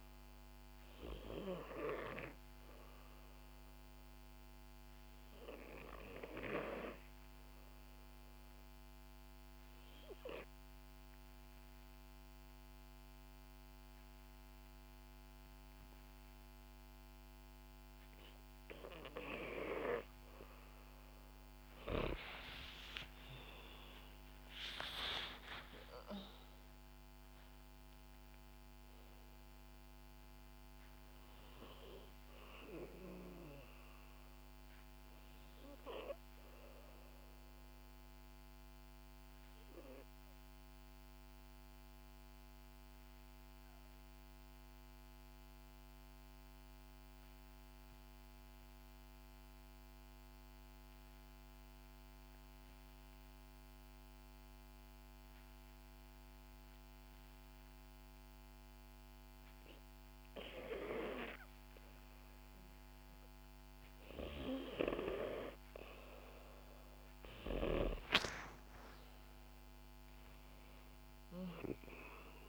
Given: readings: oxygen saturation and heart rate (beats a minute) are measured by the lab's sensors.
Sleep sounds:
breathing in sleep by a microphone on the trachea; 2
0.00-14.00 s: oxygen desaturation (device-marked, oxygen 92% lowest, heart rate 60 extreme)
5.50-20.50 s: obstructive apnea (oxygen 98% before, 90% lowest, heart rate 62 before, 59 extreme, up 7 after)
22.50-27.00 s: arousal
35.00-50.00 s: oxygen desaturation (device-marked, oxygen 93% before, 90% lowest, heart rate 63 before, 59 extreme)
38.00-62.00 s: obstructive apnea (oxygen 93% before, 90% lowest, heart rate 63 before, 57 extreme, up 5 after)
64.00-72.49 s: oxygen desaturation (device-marked, oxygen 97% before, 91% lowest, heart rate 62 before, 56 extreme)
67.00-72.00 s: arousal
From the record:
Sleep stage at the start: N2 (light sleep); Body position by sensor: on the back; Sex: female

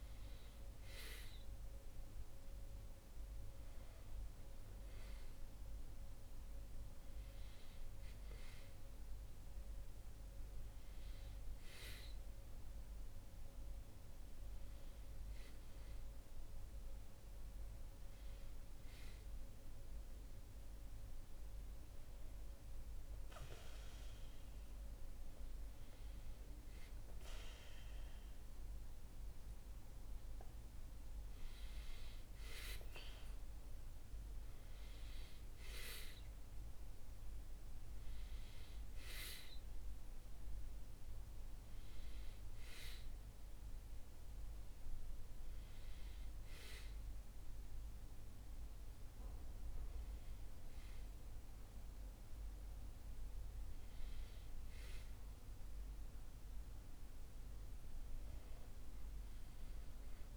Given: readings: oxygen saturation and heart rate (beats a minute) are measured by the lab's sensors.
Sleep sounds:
breathing in sleep, hard to hear, by a room microphone; none
30.00-34.50 s: arousal
From the record:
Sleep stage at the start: N2 (light sleep); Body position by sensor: on the back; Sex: male

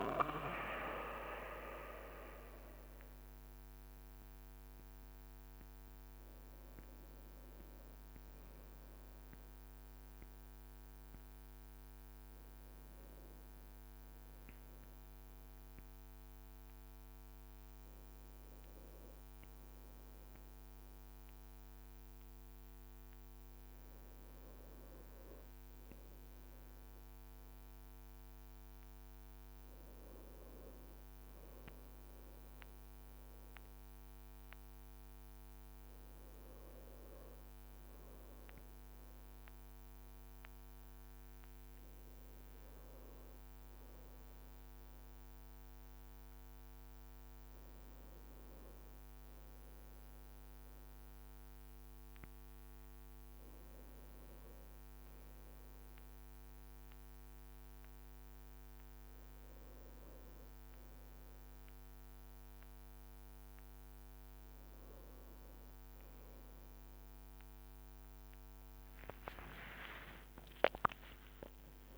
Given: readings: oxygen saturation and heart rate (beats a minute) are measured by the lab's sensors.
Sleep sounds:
breathing in sleep by a microphone on the trachea; none
0.00-2.00 s: leg movement (device-marked)
69.00-71.97 s: leg movement (device-marked)
From the record:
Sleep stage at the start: N1 (lightest sleep); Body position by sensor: on the back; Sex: male

